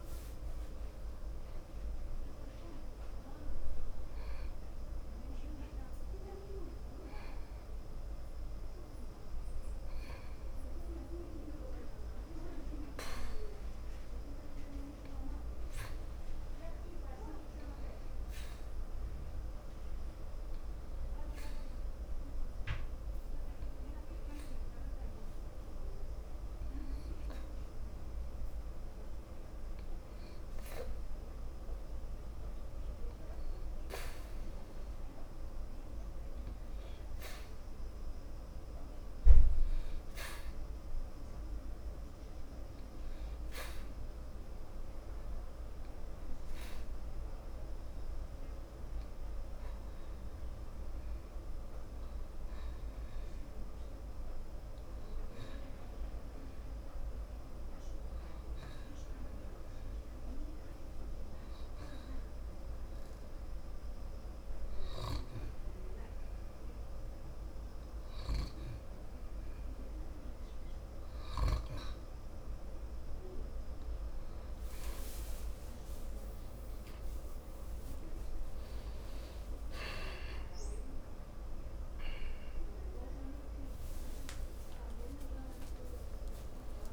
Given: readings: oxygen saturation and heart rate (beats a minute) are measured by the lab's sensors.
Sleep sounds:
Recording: breathing in sleep, hard to hear, by a room microphone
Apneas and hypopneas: 2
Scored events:
1.00-21.00 s: oxygen desaturation (device-marked, oxygen 97% before, 93% lowest, heart rate 86 before, 64 extreme)
14.50-29.00 s: hypopnea (oxygen 97% before, 91% lowest, heart rate 80 before, 69 extreme, up 24 after)
33.50-36.50 s: arousal
39.00-58.00 s: oxygen desaturation (device-marked, oxygen 96% before, 92% lowest, heart rate 83 before, 79 extreme)
47.50-67.50 s: obstructive apnea (oxygen 96% before, 90% lowest, heart rate 93 before, 79 extreme, up 18 after)
73.50-78.50 s: arousal
75.00-86.93 s: oxygen desaturation (device-marked, oxygen 95% before, 90% lowest)
From the record:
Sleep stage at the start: N2 (light sleep)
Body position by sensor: on the back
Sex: male

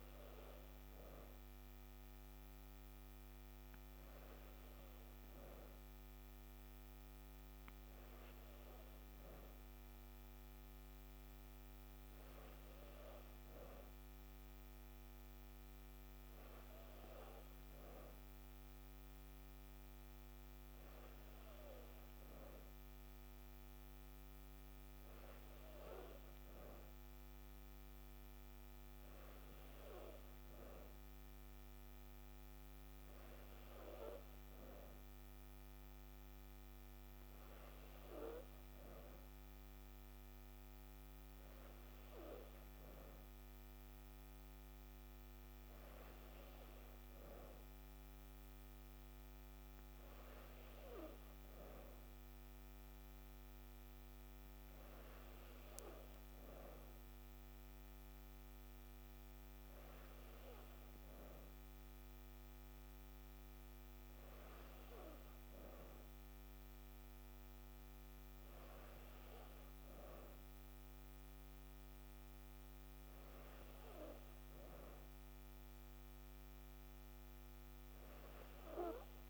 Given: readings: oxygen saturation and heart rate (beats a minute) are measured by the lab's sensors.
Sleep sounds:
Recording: breathing in sleep by a microphone on the trachea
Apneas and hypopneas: none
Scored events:
none scored
From the record:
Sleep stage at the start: N3 (deep sleep)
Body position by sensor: on the back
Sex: female

